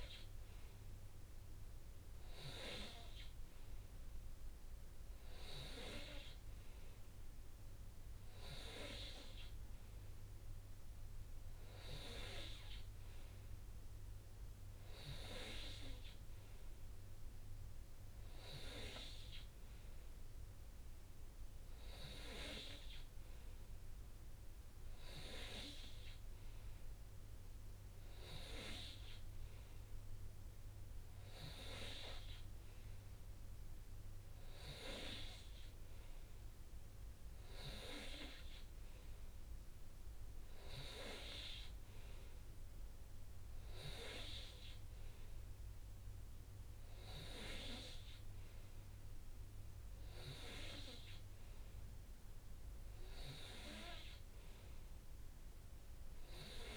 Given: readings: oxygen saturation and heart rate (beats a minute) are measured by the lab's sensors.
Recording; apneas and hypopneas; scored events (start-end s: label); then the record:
breathing in sleep by a room microphone; none
none scored
From the record:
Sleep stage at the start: N3 (deep sleep); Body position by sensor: on the right side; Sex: male